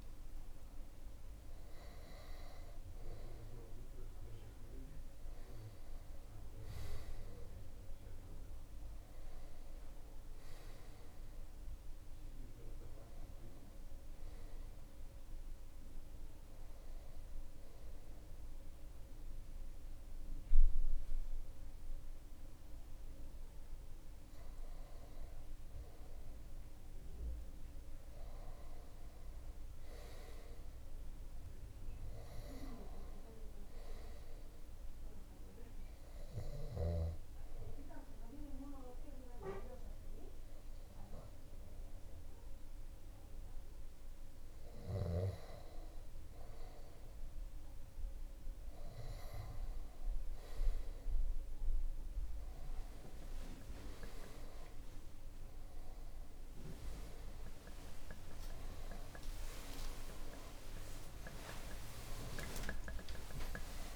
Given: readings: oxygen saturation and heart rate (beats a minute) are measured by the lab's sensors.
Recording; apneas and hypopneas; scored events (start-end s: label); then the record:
breathing in sleep by a room microphone; 2
8.50-12.00 s: arousal
15.00-26.00 s: hypopnea (oxygen 98% before, 94% lowest)
27.50-30.50 s: arousal
34.00-47.00 s: hypopnea (oxygen 98% before, 94% lowest)
42.50-53.50 s: oxygen desaturation (device-marked, oxygen 98% before, 94% lowest)
52.50-63.96 s: new sleep stage, N1 (lightest sleep)
58.00-63.96 s: arousal
From the record:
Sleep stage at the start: N2 (light sleep); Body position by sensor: on the back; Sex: male